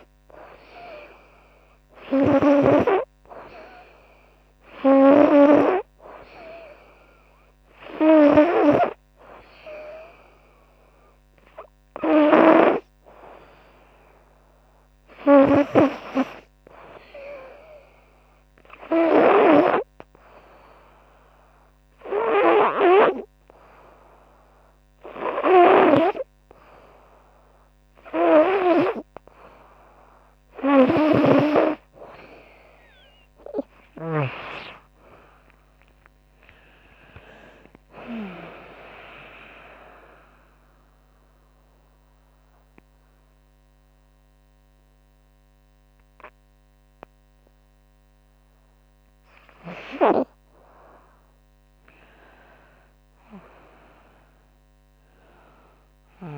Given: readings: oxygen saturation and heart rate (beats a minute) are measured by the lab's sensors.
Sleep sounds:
breathing in sleep by a microphone on the trachea; none
0.00-2.00 s: snoring (device-marked)
30.00-34.00 s: snoring (device-marked)
51.50-54.50 s: arousal
From the record:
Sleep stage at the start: N2 (light sleep); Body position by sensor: on the right side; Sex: female

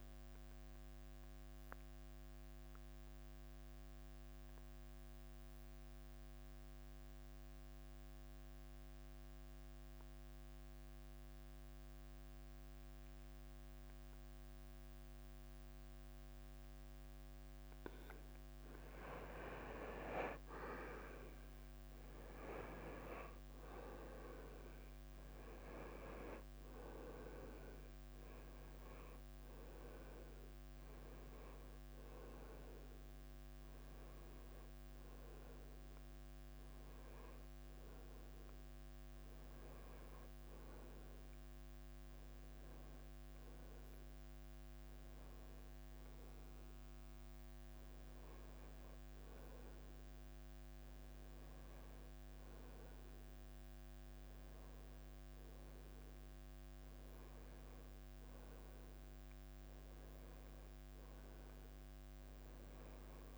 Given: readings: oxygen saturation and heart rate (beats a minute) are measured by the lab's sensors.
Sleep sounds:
breathing in sleep by a microphone on the trachea; 1
0.00-4.00 s: oxygen desaturation (device-marked, oxygen 92% lowest, heart rate 83 extreme)
3.00-17.50 s: obstructive apnea (oxygen 95% before, 91% lowest, heart rate 86 before, 85 extreme, up 5 after)
19.00-39.00 s: oxygen desaturation (device-marked, oxygen 98% before, 93% lowest, heart rate 86 before, 90 extreme)
20.50-24.50 s: arousal
21.00-37.00 s: drop in pulse transit time (device-marked, heart rate 86 before, 86 extreme)
43.00-63.38 s: new sleep stage, N1 (lightest sleep)
58.50-62.50 s: arousal
60.00-63.38 s: oxygen desaturation (device-marked, oxygen 94% before, 91% lowest, heart rate 96 before, 95 extreme)
From the record:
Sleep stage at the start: N2 (light sleep); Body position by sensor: on the right side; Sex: male

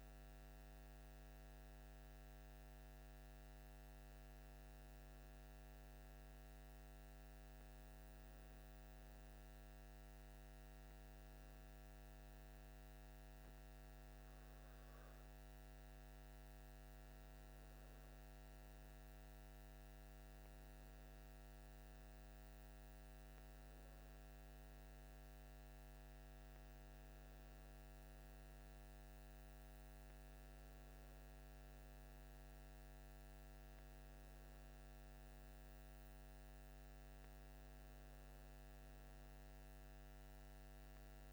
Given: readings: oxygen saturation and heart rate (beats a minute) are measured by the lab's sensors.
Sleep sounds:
breathing in sleep, hard to hear, by a microphone on the trachea; none
none scored
From the record:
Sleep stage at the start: N2 (light sleep); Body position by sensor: on the left side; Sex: male

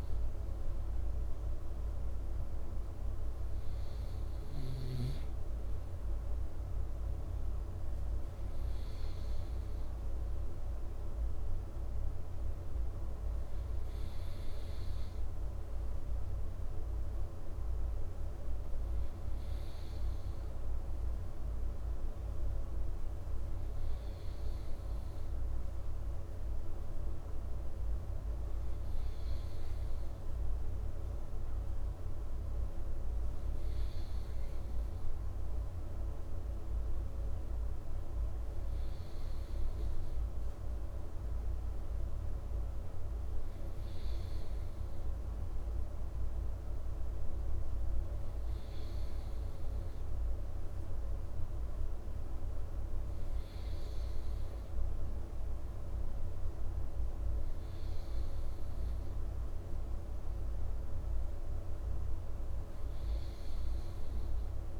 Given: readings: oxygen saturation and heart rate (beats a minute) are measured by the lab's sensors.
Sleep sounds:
breathing in sleep, hard to hear, by a room microphone; none
none scored
From the record:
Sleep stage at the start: N2 (light sleep); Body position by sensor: on the right side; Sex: male

